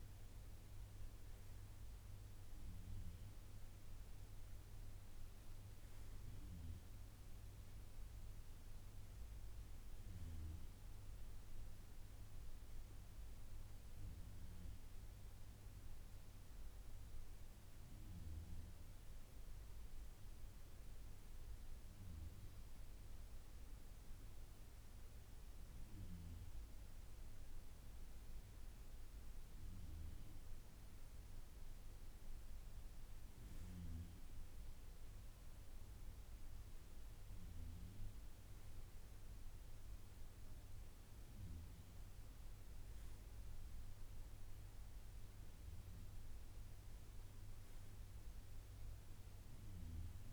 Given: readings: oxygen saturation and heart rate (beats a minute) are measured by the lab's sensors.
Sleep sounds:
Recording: breathing in sleep, hard to hear, by a room microphone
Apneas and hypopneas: none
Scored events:
none scored
From the record:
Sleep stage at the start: N2 (light sleep)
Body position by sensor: on the right side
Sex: male

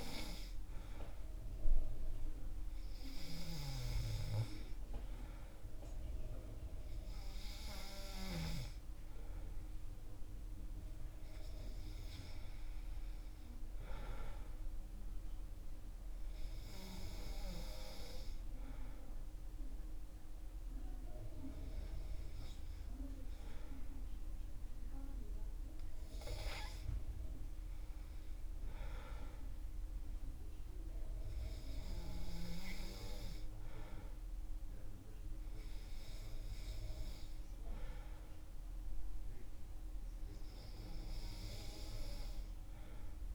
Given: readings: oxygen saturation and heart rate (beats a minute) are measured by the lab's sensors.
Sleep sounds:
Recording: breathing in sleep by a room microphone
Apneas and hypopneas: none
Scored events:
23.50-28.00 s: arousal
From the record:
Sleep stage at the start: N2 (light sleep)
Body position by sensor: on the back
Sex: male

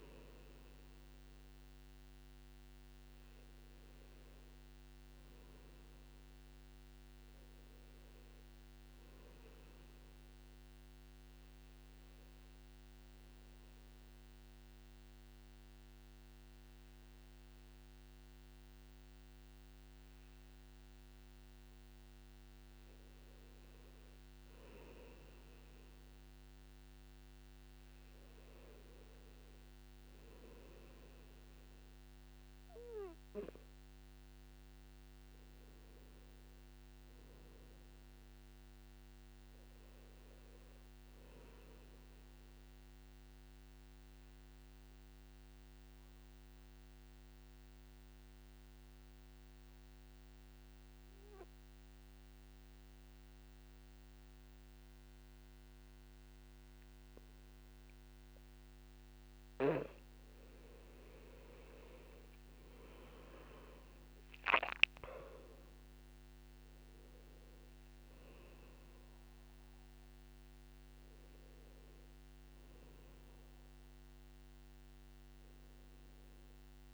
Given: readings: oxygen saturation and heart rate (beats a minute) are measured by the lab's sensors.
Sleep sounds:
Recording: breathing in sleep by a microphone on the trachea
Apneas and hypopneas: 1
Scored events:
42.50-59.50 s: obstructive apnea (oxygen 97% before, 88% lowest, heart rate 62 before, 55 extreme, up 12 after)
61.50-64.50 s: arousal
63.50-76.94 s: oxygen desaturation (device-marked, oxygen 96% before, 88% lowest, heart rate 58 before, 57 extreme)
From the record:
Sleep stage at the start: N2 (light sleep)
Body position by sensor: on the back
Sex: male

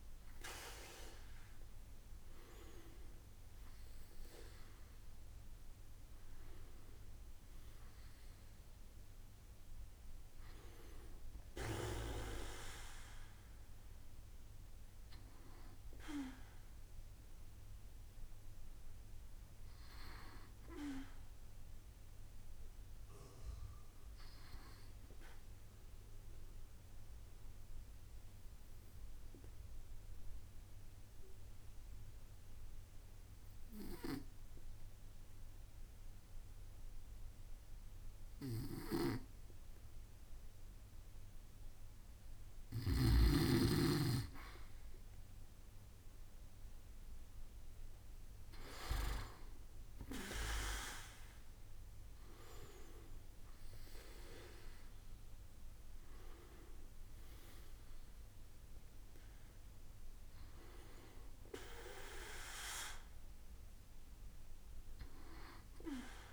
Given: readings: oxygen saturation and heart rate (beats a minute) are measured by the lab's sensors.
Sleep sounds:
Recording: breathing in sleep by a room microphone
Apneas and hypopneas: 1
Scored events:
1.00-4.00 s: arousal
25.00-41.50 s: obstructive apnea (oxygen 97% before, 94% lowest, heart rate 71 before, 65 extreme, up 5 after)
51.00-54.50 s: arousal
53.00-66.33 s: oxygen desaturation (device-marked, oxygen 97% before, 94% lowest, heart rate 68 before, 63 extreme)
From the record:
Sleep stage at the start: N2 (light sleep)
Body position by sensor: on the back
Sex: male

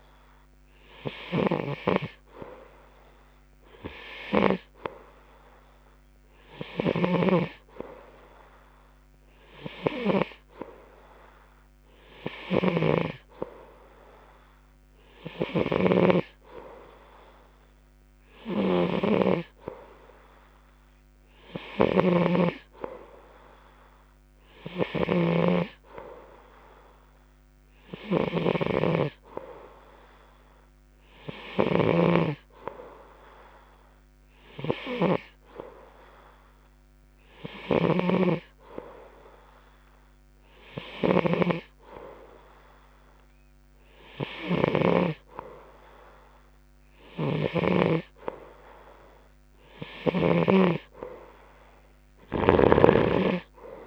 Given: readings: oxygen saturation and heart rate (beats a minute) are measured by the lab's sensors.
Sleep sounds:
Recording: breathing in sleep by a microphone on the trachea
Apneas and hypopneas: none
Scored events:
7.00-45.50 s: snoring (device-marked)
47.50-51.00 s: snoring (device-marked)
From the record:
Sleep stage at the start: N2 (light sleep)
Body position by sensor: on the right side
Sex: male

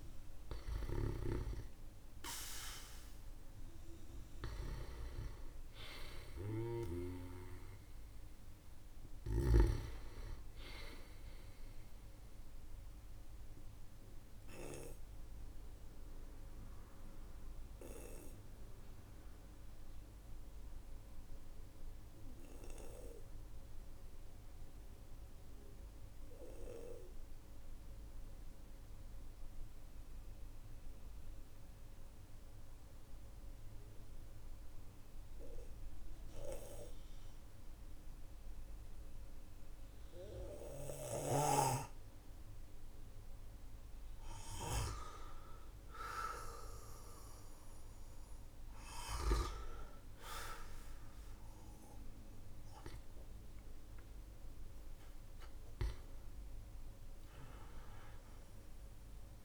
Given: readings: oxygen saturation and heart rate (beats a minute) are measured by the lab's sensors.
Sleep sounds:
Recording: breathing in sleep by a room microphone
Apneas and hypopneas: 1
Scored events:
0.00-29.50 s: oxygen desaturation (device-marked, oxygen 94% lowest, heart rate 43 extreme)
0.50-6.50 s: snoring (device-marked)
13.00-45.00 s: obstructive apnea (oxygen 99% before, 94% lowest, heart rate 54 before, 45 extreme, up 13 after)
46.50-50.50 s: arousal
53.50-59.44 s: oxygen desaturation (device-marked, oxygen 99% before, 94% lowest, heart rate 58 before, 45 extreme)
From the record:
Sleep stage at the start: N2 (light sleep)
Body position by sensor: on the back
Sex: male

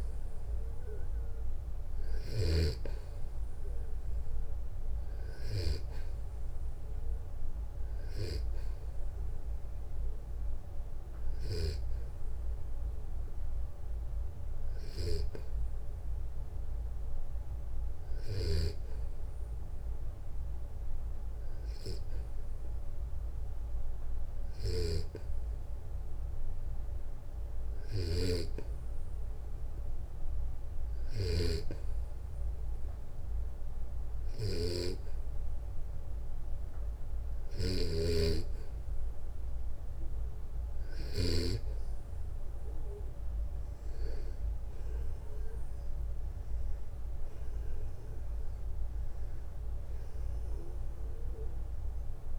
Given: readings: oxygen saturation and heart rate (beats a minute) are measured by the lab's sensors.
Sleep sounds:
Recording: breathing in sleep by a room microphone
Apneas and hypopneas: 1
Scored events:
0.00-2.00 s: snoring (device-marked)
10.50-18.00 s: snoring (device-marked)
20.50-37.50 s: hypopnea (oxygen 95% before, 92% lowest, heart rate 65 before, 62 extreme, up 3 after)
24.00-41.00 s: snoring (device-marked)
45.00-48.50 s: arousal
From the record:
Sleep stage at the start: N2 (light sleep)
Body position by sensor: on the back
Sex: male

